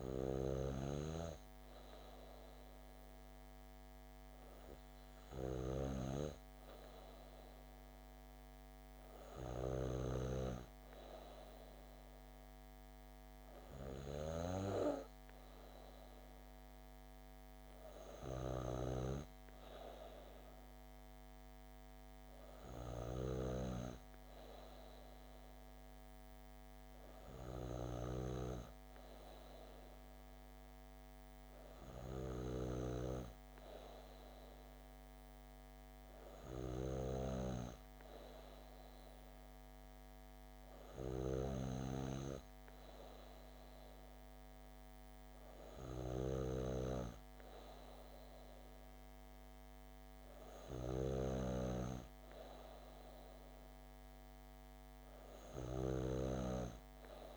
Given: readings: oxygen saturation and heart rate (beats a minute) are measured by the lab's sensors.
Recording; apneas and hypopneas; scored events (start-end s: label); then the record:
breathing in sleep by a microphone on the trachea; none
none scored
From the record:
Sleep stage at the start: N2 (light sleep); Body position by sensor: on the back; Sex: female